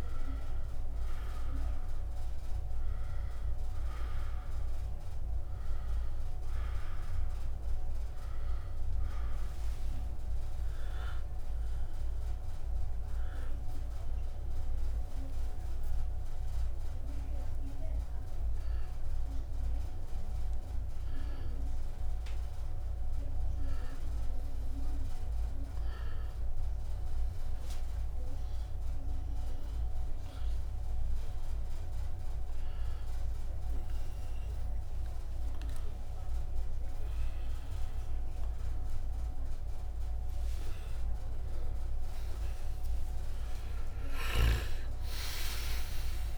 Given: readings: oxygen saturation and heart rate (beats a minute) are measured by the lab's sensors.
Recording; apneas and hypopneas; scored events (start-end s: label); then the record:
a person awake in a sleep study, by a room microphone; none
4.50-11.50 s: oxygen desaturation (device-marked, oxygen 97% before, 93% lowest, heart rate 69 before, 70 extreme)
27.50-29.50 s: long interval between heartbeats (device-marked, heart rate 71 before, 90 extreme)
From the record:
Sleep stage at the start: awake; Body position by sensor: on the right side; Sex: male